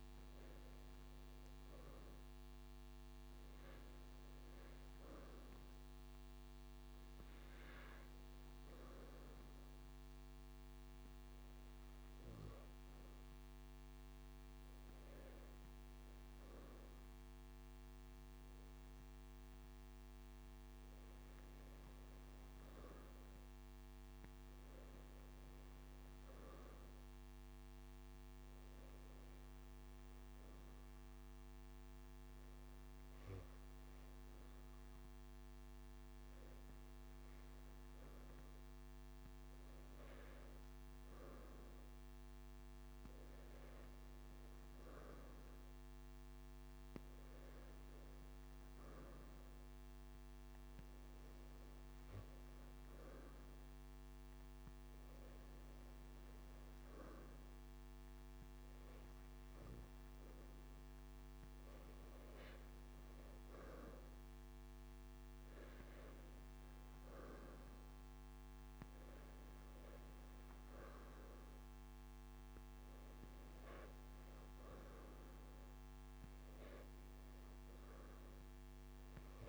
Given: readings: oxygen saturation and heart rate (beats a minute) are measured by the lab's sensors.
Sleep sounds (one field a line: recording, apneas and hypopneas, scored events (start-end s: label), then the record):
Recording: breathing in sleep, hard to hear, by a microphone on the trachea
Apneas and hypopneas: 1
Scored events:
2.00-25.00 s: oxygen desaturation (device-marked, oxygen 94% before, 91% lowest)
27.00-40.00 s: obstructive apnea (oxygen 95% before, 90% lowest)
42.50-46.00 s: arousal
46.00-62.00 s: oxygen desaturation (device-marked, oxygen 93% before, 90% lowest)
From the record:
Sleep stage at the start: N2 (light sleep)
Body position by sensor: on the right side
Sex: male